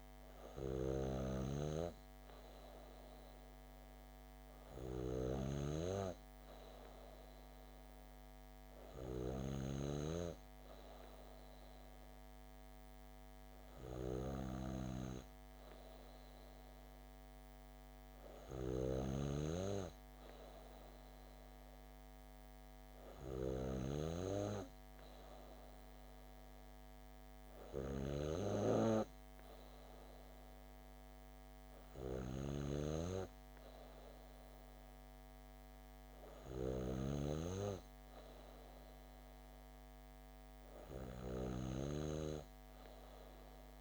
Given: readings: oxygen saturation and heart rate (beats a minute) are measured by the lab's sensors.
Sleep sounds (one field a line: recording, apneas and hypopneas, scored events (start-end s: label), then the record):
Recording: breathing in sleep by a microphone on the trachea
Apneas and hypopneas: none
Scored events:
none scored
From the record:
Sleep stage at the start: N2 (light sleep)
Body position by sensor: on the back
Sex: female